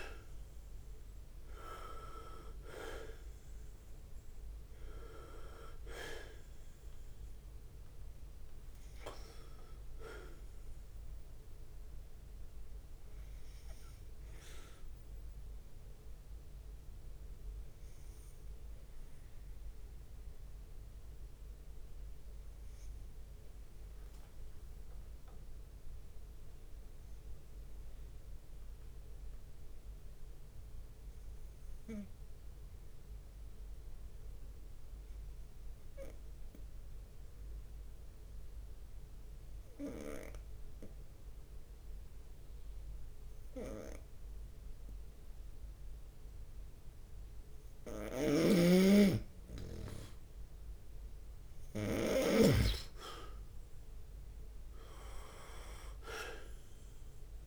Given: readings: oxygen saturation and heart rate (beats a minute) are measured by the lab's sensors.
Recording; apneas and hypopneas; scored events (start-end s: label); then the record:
breathing in sleep by a room microphone; 1
0.00-2.00 s: arousal
0.00-4.00 s: leg movement (device-marked)
0.00-11.50 s: drop in pulse transit time (device-marked, heart rate 67 extreme)
0.00-14.50 s: oxygen desaturation (device-marked, oxygen 92% lowest, heart rate 61 extreme)
17.50-47.50 s: obstructive apnea (oxygen 97% before, 91% lowest, heart rate 68 before, 61 extreme, up 9 after)
20.50-26.50 s: oxygen desaturation (device-marked, oxygen 95% before, 91% lowest, heart rate 68 before, 61 extreme)
22.50-26.50 s: leg movement (device-marked)
48.50-53.00 s: snoring (device-marked)
50.00-52.00 s: leg movement (device-marked)
50.50-55.00 s: arousal
50.50-57.47 s: drop in pulse transit time (device-marked, heart rate 64 before, 66 extreme)
50.50-57.47 s: oxygen desaturation (device-marked, oxygen 98% before, 92% lowest, heart rate 64 before, 62 extreme)
53.00-53.50 s: leg movement (device-marked)
From the record:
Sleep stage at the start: N2 (light sleep); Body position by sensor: on the right side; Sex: male